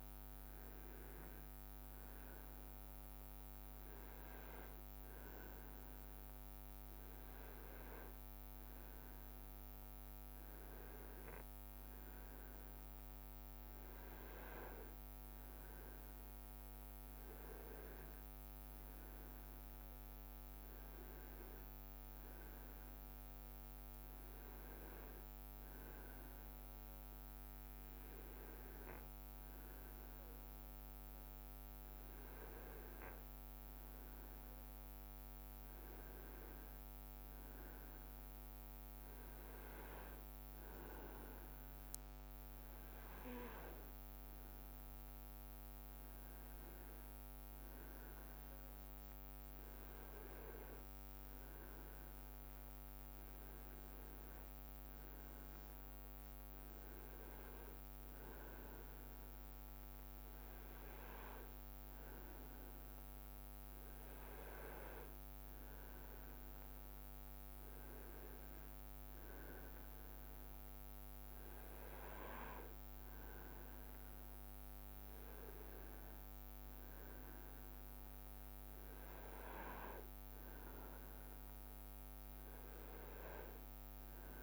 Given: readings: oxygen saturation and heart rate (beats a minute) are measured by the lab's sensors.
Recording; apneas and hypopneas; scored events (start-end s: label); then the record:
breathing in sleep, hard to hear, by a microphone on the trachea; none
none scored
From the record:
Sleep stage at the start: N2 (light sleep); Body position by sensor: on the right side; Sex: male